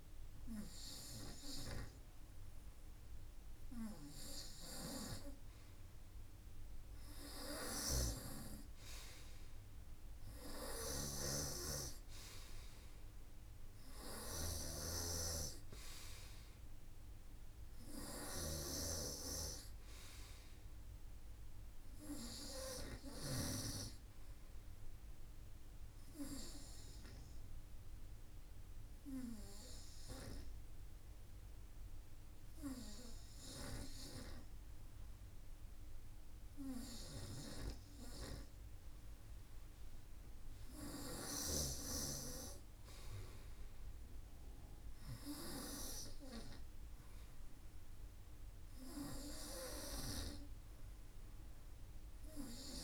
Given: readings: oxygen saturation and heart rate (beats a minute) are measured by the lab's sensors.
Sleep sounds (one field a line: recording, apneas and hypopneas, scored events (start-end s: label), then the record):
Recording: breathing in sleep by a room microphone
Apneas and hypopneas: 1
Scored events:
1.50-27.50 s: oxygen desaturation (device-marked, oxygen 96% before, 92% lowest, heart rate 52 before, 53 extreme)
6.50-22.50 s: snoring (device-marked)
25.00-37.50 s: hypopnea (oxygen 95% before, 92% lowest, heart rate 55 before, 52 extreme, up 3 after)
42.00-45.50 s: arousal
From the record:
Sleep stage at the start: N2 (light sleep)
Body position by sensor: on the front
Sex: male